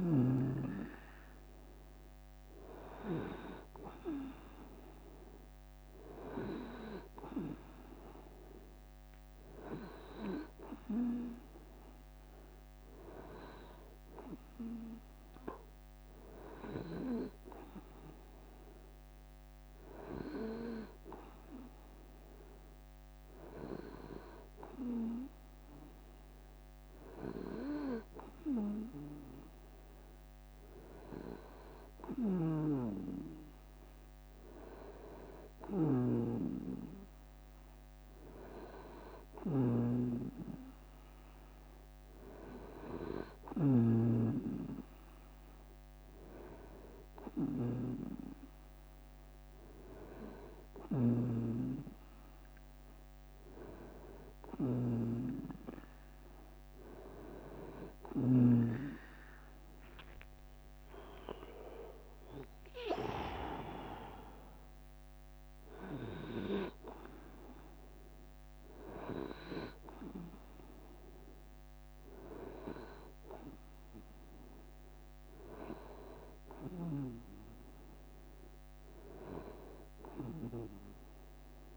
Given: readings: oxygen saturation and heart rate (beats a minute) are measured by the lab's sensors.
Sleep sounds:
breathing in sleep by a microphone on the trachea; none
31.00-33.00 s: long interval between heartbeats (device-marked, heart rate 76 before, 78 extreme)
35.00-43.00 s: snoring (device-marked)
50.00-58.00 s: snoring (device-marked)
61.50-73.50 s: drop in pulse transit time (device-marked, heart rate 75 before, 72 extreme)
67.00-69.00 s: long interval between heartbeats (device-marked, heart rate 75 before, 78 extreme)
From the record:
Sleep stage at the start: N2 (light sleep); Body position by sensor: on the right side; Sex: male

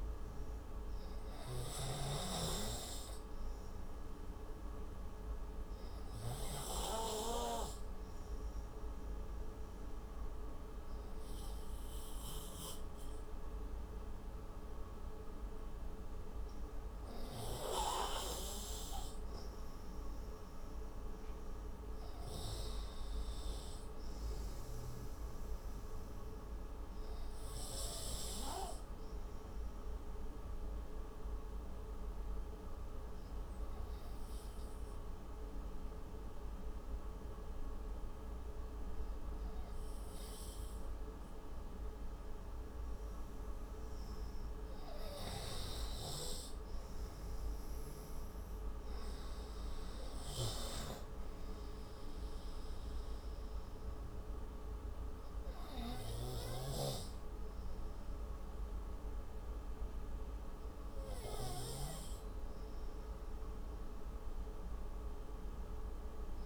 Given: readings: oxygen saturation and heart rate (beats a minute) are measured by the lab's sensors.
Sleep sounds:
breathing in sleep by a room microphone; 2
0.00-18.50 s: oxygen desaturation (device-marked, oxygen 92% lowest)
9.50-19.50 s: obstructive apnea (oxygen 98% before, 92% lowest)
21.50-25.00 s: arousal
33.00-44.50 s: hypopnea (oxygen 95% before, 92% lowest)
47.50-51.00 s: arousal
55.50-66.46 s: oxygen desaturation (device-marked, oxygen 96% before, 92% lowest)
From the record:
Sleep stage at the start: N2 (light sleep); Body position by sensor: on the right side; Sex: male

